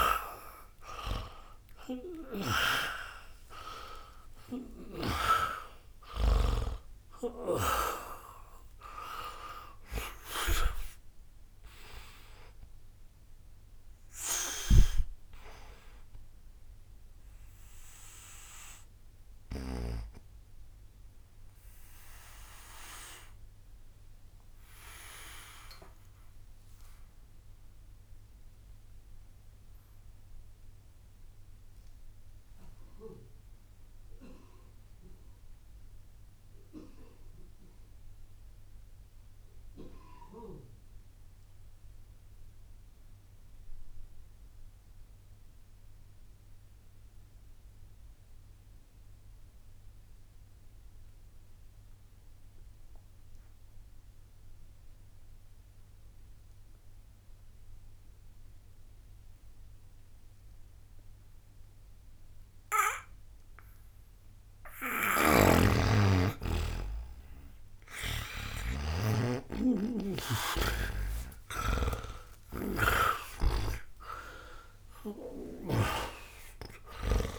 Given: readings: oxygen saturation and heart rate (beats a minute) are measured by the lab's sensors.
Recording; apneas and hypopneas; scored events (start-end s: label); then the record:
breathing in sleep by a room microphone; 1
0.00-39.50 s: oxygen desaturation (device-marked, oxygen 78% lowest)
12.00-16.00 s: arousal
20.50-63.00 s: obstructive apnea (oxygen 94% before, 78% lowest)
29.50-35.50 s: bradycardia (device-marked)
59.50-77.39 s: new sleep stage, awake
61.50-77.39 s: oxygen desaturation (device-marked, oxygen 98% before, 79% lowest)
64.50-75.50 s: snoring (device-marked)
From the record:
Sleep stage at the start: N2 (light sleep); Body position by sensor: on the back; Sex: male